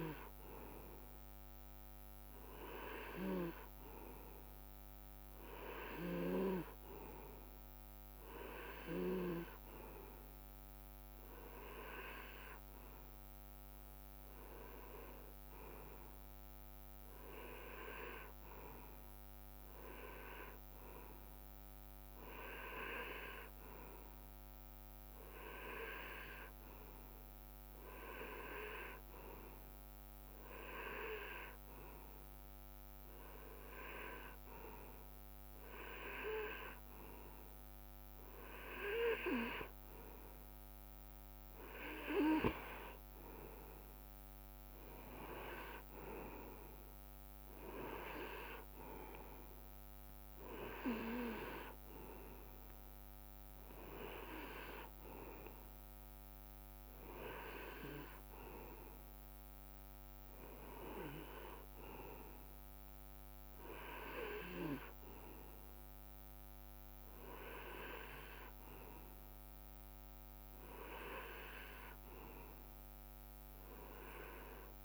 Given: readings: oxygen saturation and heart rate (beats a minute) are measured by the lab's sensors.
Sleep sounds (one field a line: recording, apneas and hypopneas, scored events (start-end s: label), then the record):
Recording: breathing in sleep by a microphone on the trachea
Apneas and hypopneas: none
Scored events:
none scored
From the record:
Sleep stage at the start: N2 (light sleep)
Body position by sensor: on the right side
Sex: male